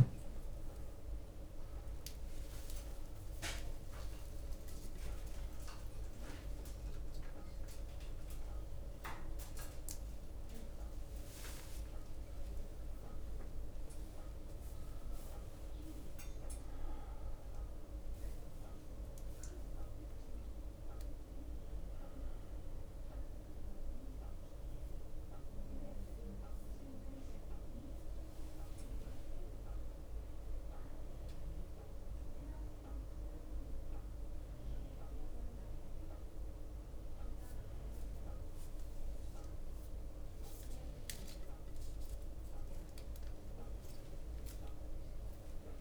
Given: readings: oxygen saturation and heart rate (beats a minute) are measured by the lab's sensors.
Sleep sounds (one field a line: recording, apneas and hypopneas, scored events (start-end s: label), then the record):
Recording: a person awake in a sleep study, hard to hear, by a room microphone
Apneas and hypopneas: none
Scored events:
0.00-18.00 s: tachycardia (device-marked, heart rate 194 extreme)
0.00-22.00 s: oxygen desaturation (device-marked, oxygen 86% lowest)
0.50-2.50 s: long interval between heartbeats (device-marked, heart rate 118 before, 145 extreme)
4.50-6.50 s: long interval between heartbeats (device-marked, heart rate 135 before, 116 extreme)
5.00-16.00 s: drop in pulse transit time (device-marked, heart rate 134 before, 125 extreme)
7.00-9.00 s: long interval between heartbeats (device-marked, heart rate 135 before, 168 extreme)
11.00-13.00 s: long interval between heartbeats (device-marked, heart rate 150 before, 155 extreme)
18.00-24.00 s: bradycardia (device-marked)
30.00-43.00 s: oxygen desaturation (device-marked, oxygen 87% before, 83% lowest, heart rate 109 before, 76 extreme)
36.00-45.00 s: tachycardia (device-marked, heart rate 62 before, 190 extreme)
40.00-42.00 s: long interval between heartbeats (device-marked, heart rate 70 before, 126 extreme)
40.00-45.81 s: drop in pulse transit time (device-marked, heart rate 70 before, 90 extreme)
42.00-44.00 s: long interval between heartbeats (device-marked, heart rate 76 before, 178 extreme)
44.00-45.81 s: long interval between heartbeats (device-marked, heart rate 92 before, 176 extreme)
From the record:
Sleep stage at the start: awake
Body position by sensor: upright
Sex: male